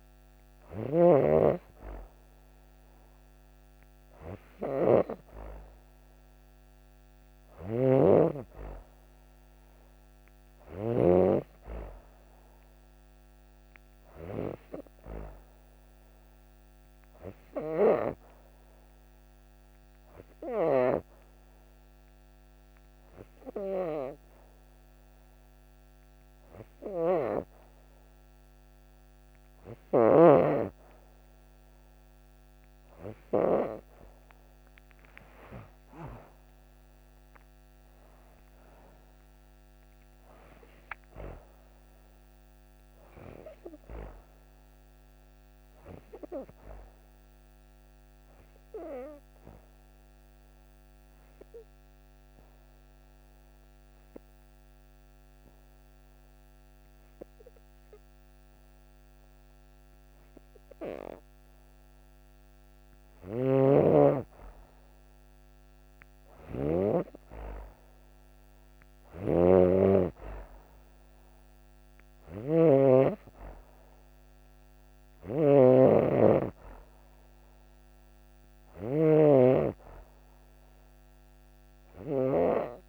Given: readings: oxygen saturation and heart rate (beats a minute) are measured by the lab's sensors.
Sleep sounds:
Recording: breathing in sleep by a microphone on the trachea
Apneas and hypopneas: 1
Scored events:
0.00-1.00 s: snoring (device-marked)
7.00-11.00 s: snoring (device-marked)
35.50-39.50 s: arousal
47.50-61.00 s: obstructive apnea (oxygen 94% before, 91% lowest)
62.50-65.50 s: arousal
63.00-66.50 s: snoring (device-marked)
68.50-82.89 s: snoring (device-marked)
74.50-82.89 s: oxygen desaturation (device-marked, oxygen 96% before, 91% lowest)
From the record:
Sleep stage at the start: N2 (light sleep)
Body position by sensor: on the back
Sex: female

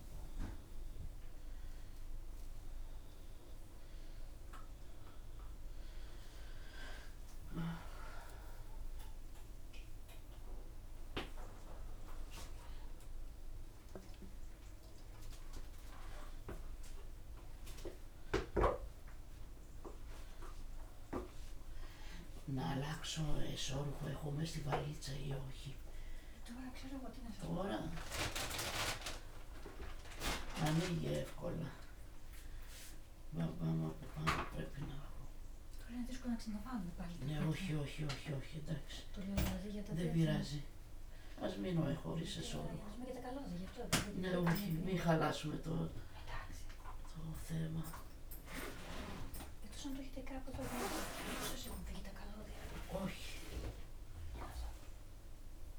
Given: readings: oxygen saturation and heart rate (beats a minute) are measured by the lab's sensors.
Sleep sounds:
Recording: a person awake in a sleep study, by a room microphone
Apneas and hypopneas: none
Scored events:
39.50-44.00 s: snoring (device-marked)
From the record:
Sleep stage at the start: awake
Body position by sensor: upright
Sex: female

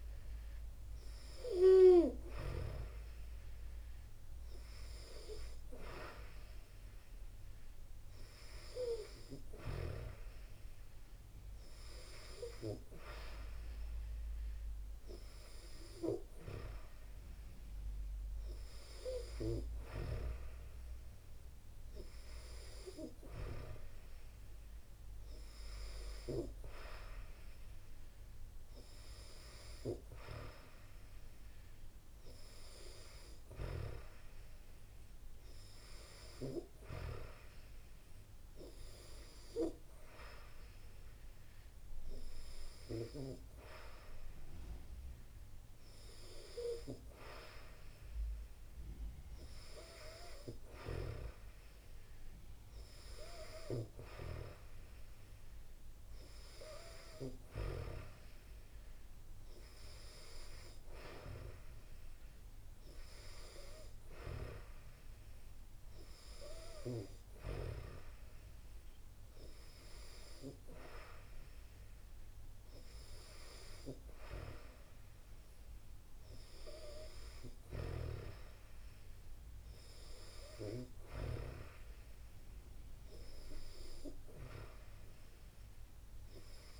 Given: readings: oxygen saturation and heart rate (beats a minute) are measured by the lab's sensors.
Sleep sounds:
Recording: breathing in sleep by a room microphone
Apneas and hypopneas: none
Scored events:
none scored
From the record:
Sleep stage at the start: N2 (light sleep)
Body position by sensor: on the back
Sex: female

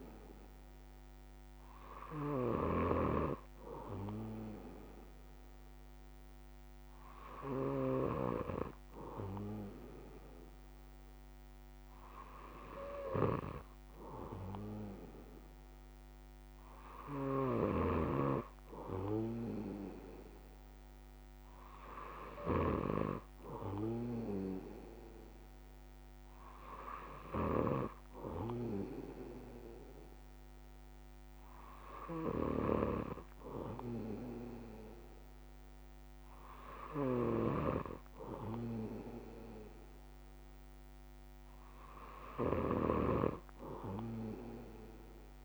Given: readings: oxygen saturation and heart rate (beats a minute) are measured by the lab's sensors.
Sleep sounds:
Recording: breathing in sleep by a microphone on the trachea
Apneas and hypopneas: none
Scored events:
none scored
From the record:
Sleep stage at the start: N2 (light sleep)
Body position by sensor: on the back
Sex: male

